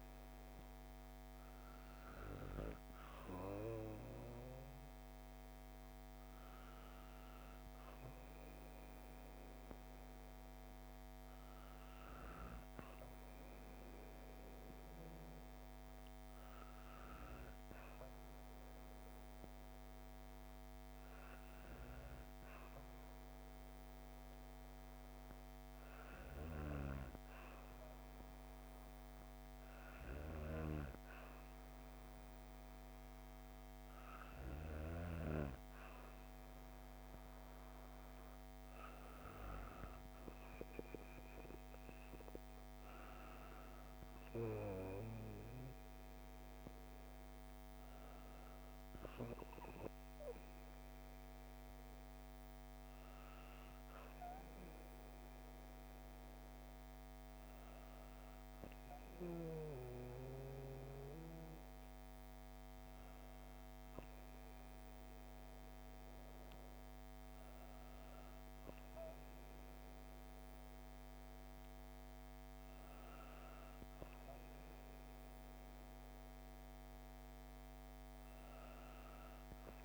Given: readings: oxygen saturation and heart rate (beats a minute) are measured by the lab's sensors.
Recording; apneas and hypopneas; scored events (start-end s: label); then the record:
breathing in sleep by a microphone on the trachea; none
none scored
From the record:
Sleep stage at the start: N2 (light sleep); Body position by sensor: on the back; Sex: female